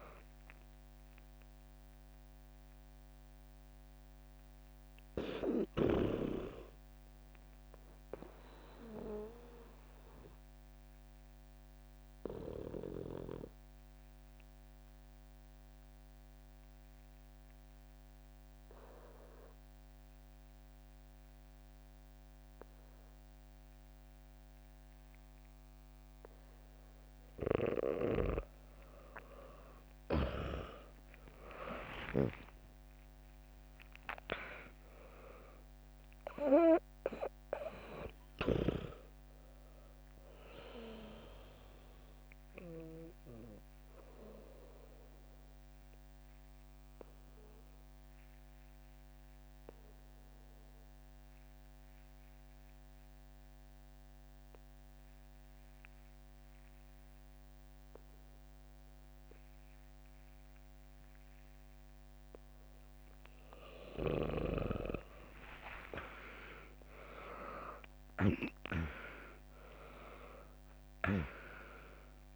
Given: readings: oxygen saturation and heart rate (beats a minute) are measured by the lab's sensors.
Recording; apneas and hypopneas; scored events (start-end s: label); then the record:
breathing in sleep by a microphone on the trachea; 2
0.00-8.00 s: drop in pulse transit time (device-marked, heart rate 62 extreme)
0.00-21.00 s: oxygen desaturation (device-marked, oxygen 95% lowest, heart rate 59 extreme)
8.50-28.00 s: obstructive apnea (oxygen 100% before, 95% lowest, heart rate 70 before, 59 extreme, up 14 after)
24.00-26.00 s: bradycardia (device-marked, heart rate 68 before, 65 extreme)
29.50-33.50 s: arousal
32.00-43.00 s: drop in pulse transit time (device-marked, heart rate 70 before, 62 extreme)
34.00-56.00 s: oxygen desaturation (device-marked, oxygen 100% before, 95% lowest, heart rate 69 before, 60 extreme)
41.50-62.50 s: obstructive apnea (oxygen 100% before, 95% lowest, heart rate 68 before, 60 extreme, up 1 after)
65.00-70.00 s: arousal
67.00-72.36 s: drop in pulse transit time (device-marked, heart rate 64 before, 61 extreme)
71.00-72.36 s: oxygen desaturation (device-marked, oxygen 99% before, 95% lowest, heart rate 63 before, 58 extreme)
From the record:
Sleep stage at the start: N2 (light sleep); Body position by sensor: on the back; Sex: female